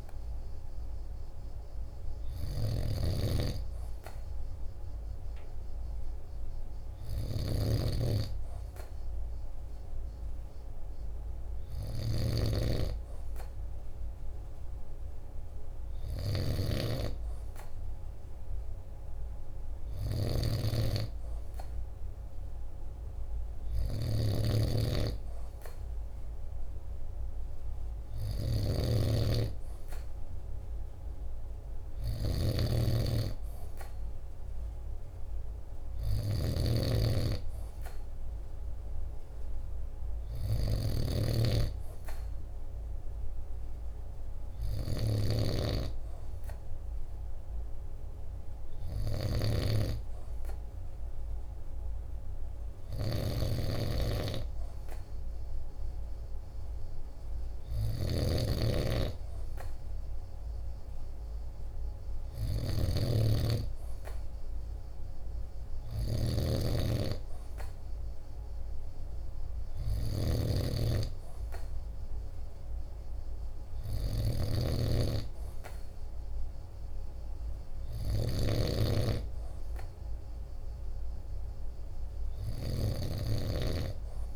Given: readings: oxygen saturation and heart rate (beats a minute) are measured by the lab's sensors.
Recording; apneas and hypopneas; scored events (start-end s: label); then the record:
breathing in sleep by a room microphone; none
0.00-84.36 s: snoring (device-marked)
From the record:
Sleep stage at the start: N2 (light sleep); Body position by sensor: on the right side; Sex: male